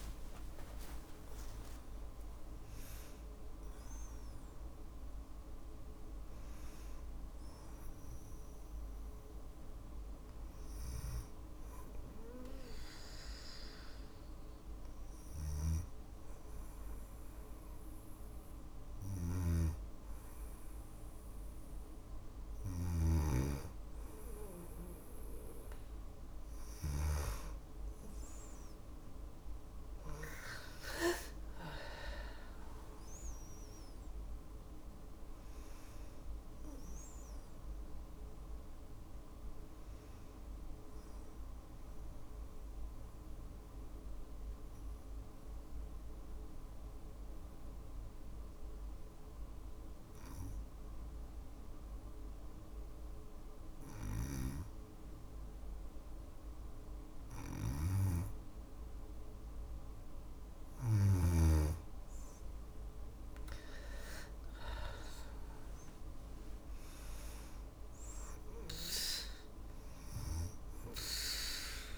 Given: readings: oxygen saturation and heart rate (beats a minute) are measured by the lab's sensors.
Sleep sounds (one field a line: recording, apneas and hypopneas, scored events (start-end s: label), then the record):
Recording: breathing in sleep by a room microphone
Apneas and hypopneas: 2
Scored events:
0.00-2.50 s: oxygen desaturation (device-marked, oxygen 92% lowest, heart rate 56 extreme)
11.00-21.00 s: hypopnea (oxygen 96% before, 93% lowest, heart rate 65 before, 55 extreme, up 2 after)
18.00-22.00 s: snoring (device-marked)
26.50-31.50 s: arousal
30.50-44.50 s: oxygen desaturation (device-marked, oxygen 96% before, 93% lowest, heart rate 57 before, 54 extreme)
40.00-54.50 s: obstructive apnea (oxygen 97% before, 93% lowest, heart rate 58 before, 54 extreme, up 4 after)
61.50-66.00 s: arousal
69.50-71.98 s: oxygen desaturation (device-marked, oxygen 98% before, 93% lowest, heart rate 57 before, 54 extreme)
From the record:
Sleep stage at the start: N2 (light sleep)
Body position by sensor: on the back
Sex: female